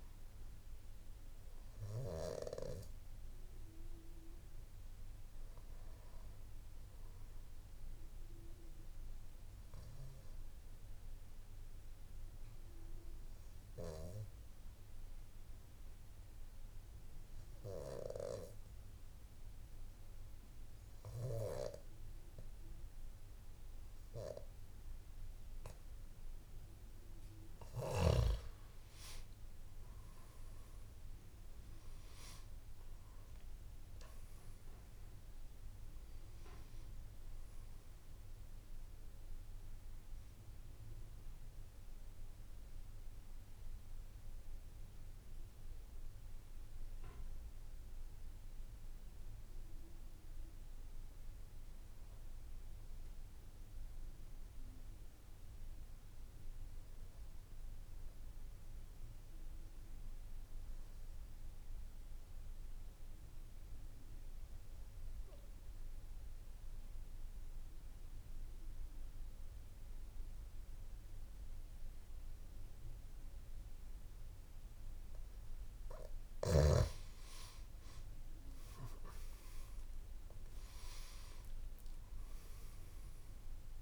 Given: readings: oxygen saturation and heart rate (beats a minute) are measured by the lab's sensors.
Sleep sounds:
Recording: breathing in sleep by a room microphone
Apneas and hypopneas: 2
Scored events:
1.00-17.00 s: oxygen desaturation (device-marked, oxygen 97% before, 93% lowest, heart rate 59 before, 57 extreme)
12.00-28.50 s: obstructive apnea (oxygen 97% before, 90% lowest, heart rate 58 before, 57 extreme, up 12 after)
31.00-34.00 s: arousal
32.00-57.00 s: oxygen desaturation (device-marked, oxygen 96% before, 90% lowest, heart rate 58 before, 56 extreme)
60.00-77.00 s: obstructive apnea (oxygen 98% before, 89% lowest, heart rate 60 before, 57 extreme, up 12 after)
74.00-83.82 s: oxygen desaturation (device-marked, oxygen 98% before, 89% lowest, heart rate 58 before, 56 extreme)
79.00-83.00 s: arousal
From the record:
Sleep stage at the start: N2 (light sleep)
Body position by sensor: on the back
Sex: male

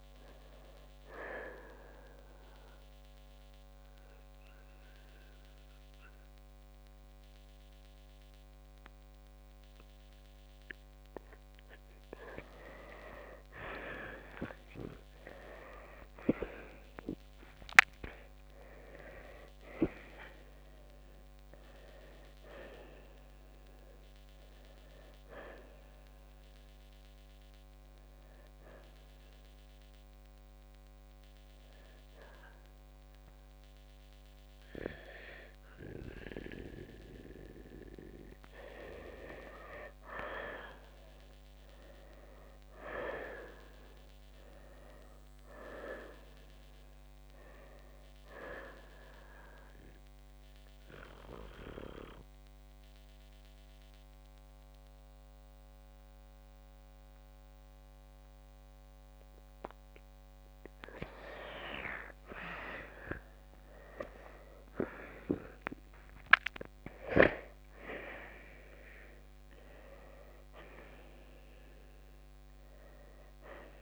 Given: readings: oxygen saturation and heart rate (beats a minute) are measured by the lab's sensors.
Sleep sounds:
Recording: breathing in sleep by a microphone on the trachea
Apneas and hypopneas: 3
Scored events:
0.00-4.50 s: oxygen desaturation (device-marked, oxygen 87% lowest, heart rate 56 extreme)
1.00-12.50 s: central apnea (oxygen 94% before, 86% lowest, heart rate 68 before, 56 extreme, up 8 after)
14.50-18.00 s: arousal
25.50-36.50 s: hypopnea (oxygen 93% before, 86% lowest, heart rate 63 before, 56 extreme, up 8 after)
34.50-49.50 s: oxygen desaturation (device-marked, oxygen 92% before, 86% lowest, heart rate 65 before, 52 extreme)
41.00-46.00 s: arousal
50.00-61.00 s: central apnea (oxygen 92% before, 86% lowest, heart rate 66 before, 52 extreme, up 11 after)
62.50-73.82 s: oxygen desaturation (device-marked, oxygen 93% before, 88% lowest, heart rate 63 before, 58 extreme)
63.00-67.50 s: arousal
From the record:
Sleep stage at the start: N2 (light sleep)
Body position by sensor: on the right side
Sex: male

